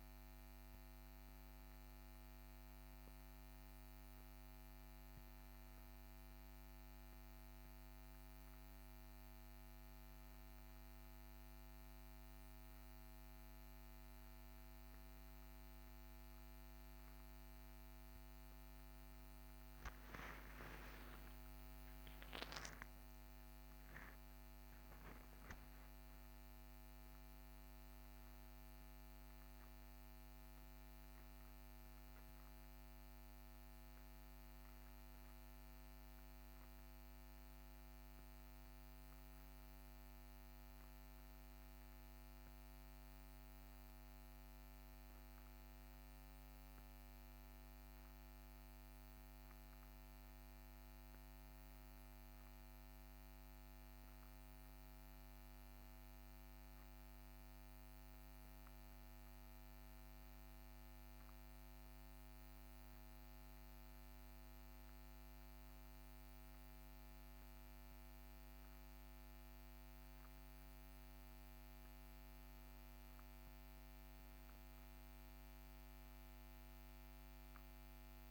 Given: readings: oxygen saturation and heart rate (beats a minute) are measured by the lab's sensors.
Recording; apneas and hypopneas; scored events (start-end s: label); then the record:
breathing in sleep, hard to hear, by a microphone on the trachea; none
21.00-26.50 s: arousal
From the record:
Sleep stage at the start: N1 (lightest sleep); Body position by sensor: on the back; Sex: male